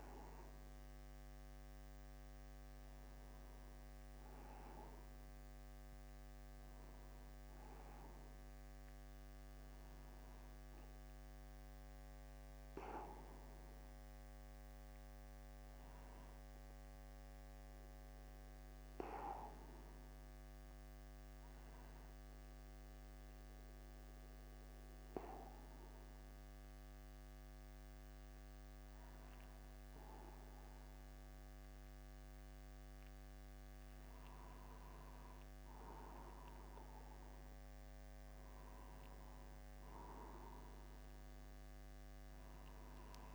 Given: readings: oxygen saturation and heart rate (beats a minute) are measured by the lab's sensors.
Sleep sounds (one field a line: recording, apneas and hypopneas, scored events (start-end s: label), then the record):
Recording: breathing in sleep by a microphone on the trachea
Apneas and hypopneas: 1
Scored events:
11.00-15.50 s: arousal
12.00-14.00 s: long interval between heartbeats (device-marked, heart rate 51 before, 57 extreme)
18.50-34.00 s: obstructive apnea (oxygen 98% before, 94% lowest, heart rate 53 before, 50 extreme, up 0 after)
22.50-43.34 s: new sleep stage, N2 (light sleep)
37.00-41.50 s: arousal
From the record:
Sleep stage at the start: N1 (lightest sleep)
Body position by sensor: upright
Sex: male